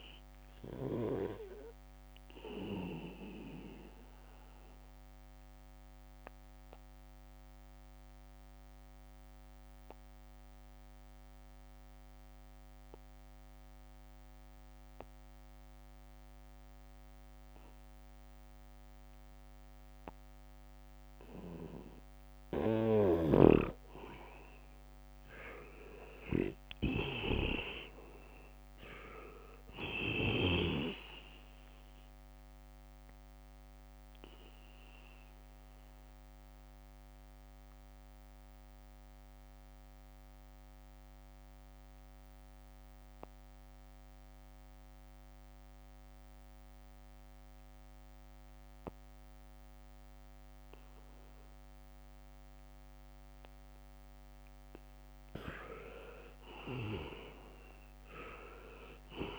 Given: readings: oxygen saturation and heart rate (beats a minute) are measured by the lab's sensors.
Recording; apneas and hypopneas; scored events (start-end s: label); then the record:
breathing in sleep by a microphone on the trachea; 2
0.00-1.50 s: snoring (device-marked)
0.00-17.00 s: oxygen desaturation (device-marked, oxygen 81% lowest, heart rate 73 extreme)
2.00-22.50 s: obstructive apnea (oxygen 99% before, 81% lowest, heart rate 74 before, 72 extreme, up 0 after)
19.00-21.50 s: leg movement (device-marked)
19.00-53.00 s: oxygen desaturation (device-marked, oxygen 99% before, 82% lowest, heart rate 76 before, 72 extreme)
23.50-31.00 s: snoring (device-marked)
26.00-30.00 s: arousal
35.50-54.50 s: obstructive apnea (oxygen 99% before, 79% lowest, heart rate 75 before, 72 extreme, up 3 after)
47.50-51.50 s: leg movement (device-marked)
56.50-59.39 s: arousal
From the record:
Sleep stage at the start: N2 (light sleep); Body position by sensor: on the back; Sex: male